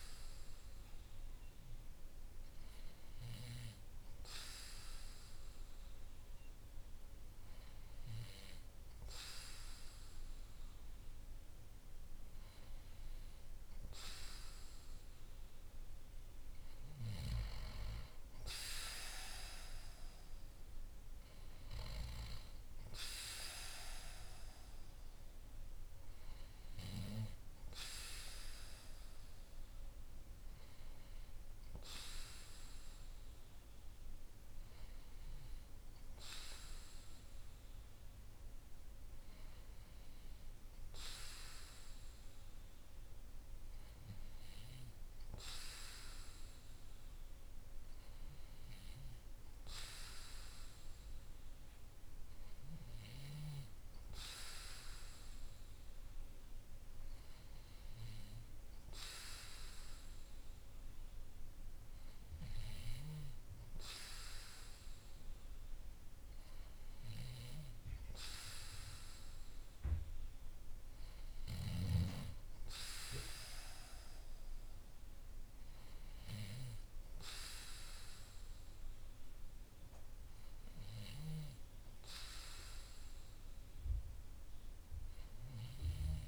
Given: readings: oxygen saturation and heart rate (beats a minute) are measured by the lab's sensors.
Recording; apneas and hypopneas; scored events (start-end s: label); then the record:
breathing in sleep by a room microphone; none
none scored
From the record:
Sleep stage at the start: N2 (light sleep); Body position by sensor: on the back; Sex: male